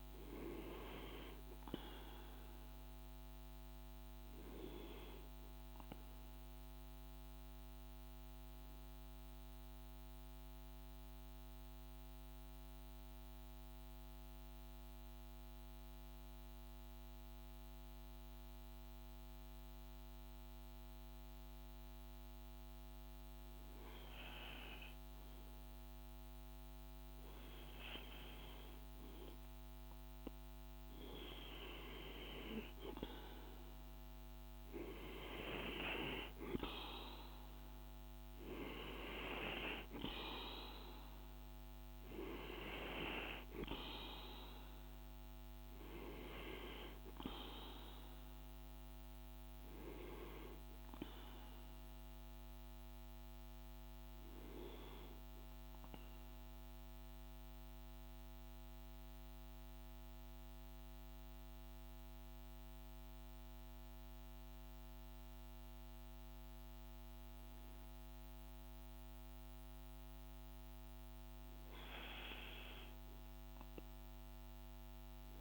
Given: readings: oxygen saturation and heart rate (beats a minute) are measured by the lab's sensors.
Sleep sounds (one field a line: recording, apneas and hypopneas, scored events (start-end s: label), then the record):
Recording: breathing in sleep by a microphone on the trachea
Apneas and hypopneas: 2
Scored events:
0.00-9.00 s: oxygen desaturation (device-marked, oxygen 92% lowest, heart rate 52 extreme)
7.50-24.00 s: hypopnea (oxygen 97% before, 92% lowest, heart rate 54 before, 52 extreme, up 0 after)
27.00-30.50 s: arousal
28.00-58.00 s: oxygen desaturation (device-marked, oxygen 98% before, 92% lowest, heart rate 53 before, 50 extreme)
56.50-68.00 s: hypopnea (oxygen 97% before, 93% lowest, heart rate 53 before, 52 extreme, up 2 after)
70.50-74.00 s: arousal
From the record:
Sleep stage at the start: N2 (light sleep)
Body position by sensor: on the right side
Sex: male